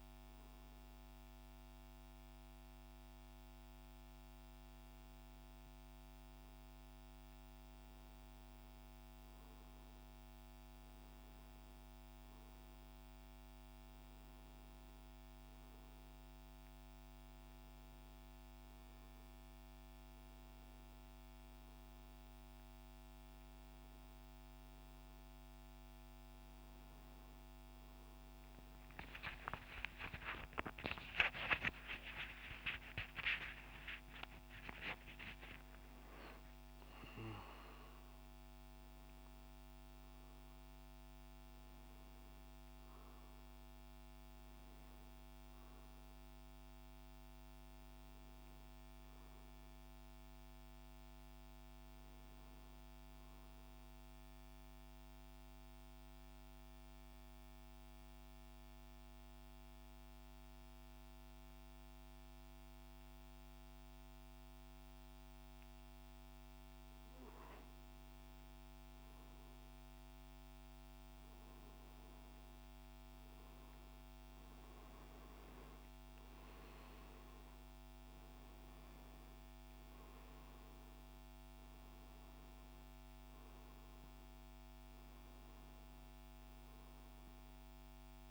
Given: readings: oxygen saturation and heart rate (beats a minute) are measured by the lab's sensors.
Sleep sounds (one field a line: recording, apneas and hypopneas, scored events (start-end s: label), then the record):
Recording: breathing in sleep by a microphone on the trachea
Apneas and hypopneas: 1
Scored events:
31.00-36.00 s: arousal
54.50-67.00 s: central apnea (oxygen 97% before, 93% lowest, heart rate 73 before, 69 extreme, up 2 after)
68.50-72.50 s: arousal
From the record:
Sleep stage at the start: N2 (light sleep)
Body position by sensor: on the right side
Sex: male